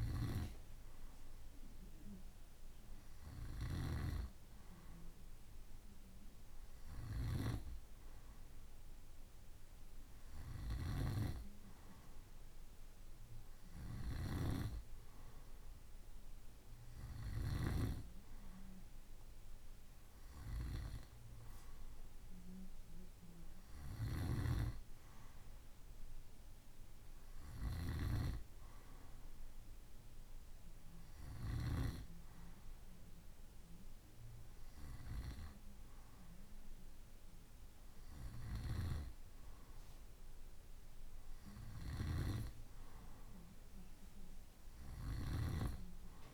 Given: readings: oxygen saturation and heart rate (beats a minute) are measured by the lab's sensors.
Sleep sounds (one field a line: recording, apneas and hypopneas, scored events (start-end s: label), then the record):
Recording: breathing in sleep by a room microphone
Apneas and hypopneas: none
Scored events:
none scored
From the record:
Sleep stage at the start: N2 (light sleep)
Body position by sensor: on the right side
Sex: male